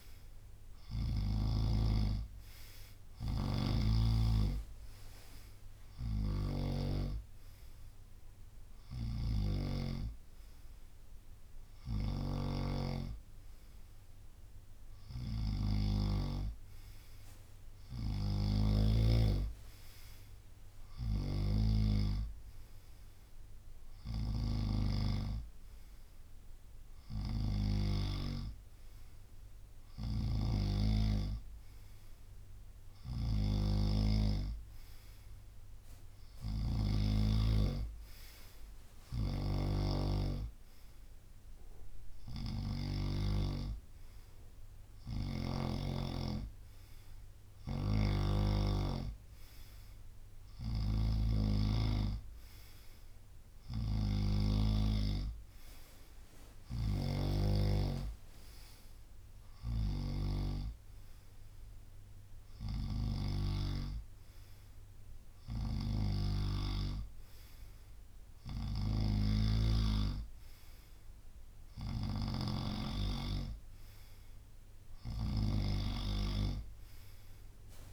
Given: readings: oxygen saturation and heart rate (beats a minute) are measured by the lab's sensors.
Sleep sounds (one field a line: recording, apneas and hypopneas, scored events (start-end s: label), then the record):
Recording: breathing in sleep by a room microphone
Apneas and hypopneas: none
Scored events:
0.00-1.50 s: snoring (device-marked)
6.00-37.00 s: snoring (device-marked)
36.50-43.50 s: drop in pulse transit time (device-marked, heart rate 71 before, 71 extreme)
39.00-45.50 s: snoring (device-marked)
42.50-44.50 s: long interval between heartbeats (device-marked, heart rate 72 before, 80 extreme)
47.50-77.92 s: snoring (device-marked)
From the record:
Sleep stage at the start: N2 (light sleep)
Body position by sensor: on the right side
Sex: male